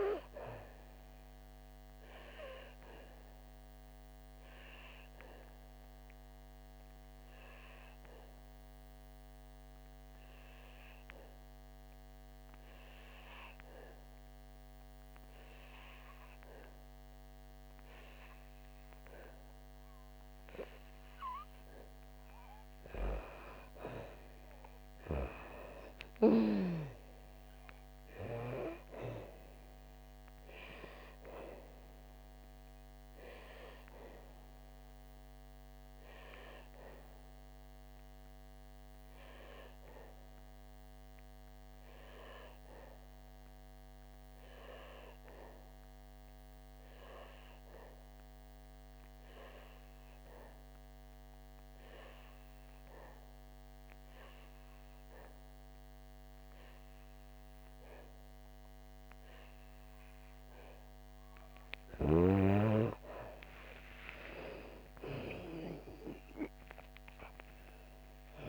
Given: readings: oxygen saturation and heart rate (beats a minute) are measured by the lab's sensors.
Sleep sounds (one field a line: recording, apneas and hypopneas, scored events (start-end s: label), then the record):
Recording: breathing in sleep by a microphone on the trachea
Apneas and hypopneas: 2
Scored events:
1.00-22.00 s: obstructive apnea (oxygen 99% before, 89% lowest, heart rate 63 before, 57 extreme, up 10 after)
10.50-20.50 s: oxygen desaturation (device-marked, oxygen 98% before, 91% lowest, heart rate 67 before, 57 extreme)
22.50-56.50 s: oxygen desaturation (device-marked, oxygen 97% before, 89% lowest, heart rate 64 before, 57 extreme)
24.00-27.00 s: arousal
35.50-62.00 s: obstructive apnea (oxygen 97% before, 88% lowest, heart rate 67 before, 53 extreme, up 9 after)
58.50-68.49 s: oxygen desaturation (device-marked, oxygen 97% before, 88% lowest, heart rate 61 before, 53 extreme)
64.50-68.49 s: arousal
From the record:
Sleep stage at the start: N2 (light sleep)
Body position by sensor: on the back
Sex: female